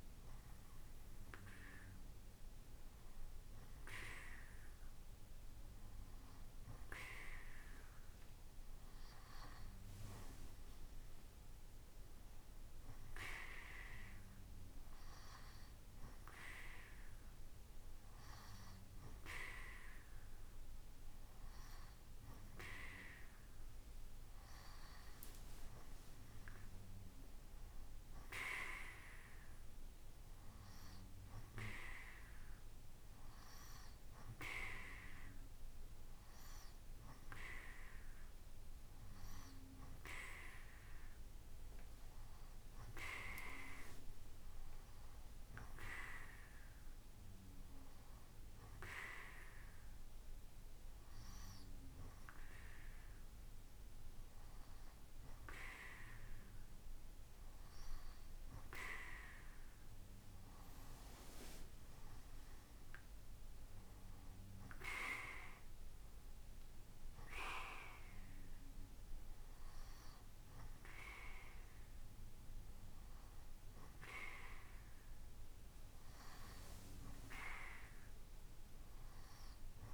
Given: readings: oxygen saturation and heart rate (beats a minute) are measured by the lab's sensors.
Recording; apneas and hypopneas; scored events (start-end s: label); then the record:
breathing in sleep by a room microphone; none
none scored
From the record:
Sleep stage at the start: N2 (light sleep); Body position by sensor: on the right side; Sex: male